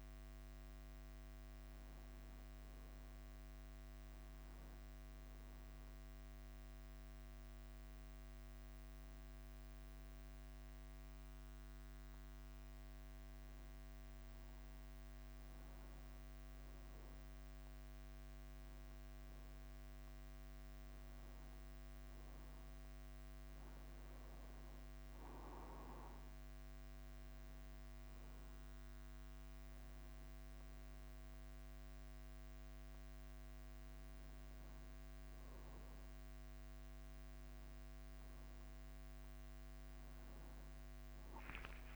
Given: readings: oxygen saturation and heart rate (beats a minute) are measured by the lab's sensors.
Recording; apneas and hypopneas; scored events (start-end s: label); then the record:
breathing in sleep, hard to hear, by a microphone on the trachea; 1
0.00-41.95 s: bradycardia (device-marked, heart rate 44 extreme)
5.00-16.00 s: hypopnea (oxygen 98% before, 96% lowest, heart rate 54 before, 53 extreme, up 1 after)
19.50-23.00 s: arousal
28.50-41.95 s: new sleep stage, N1 (lightest sleep)
From the record:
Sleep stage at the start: N2 (light sleep); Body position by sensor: on the back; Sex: male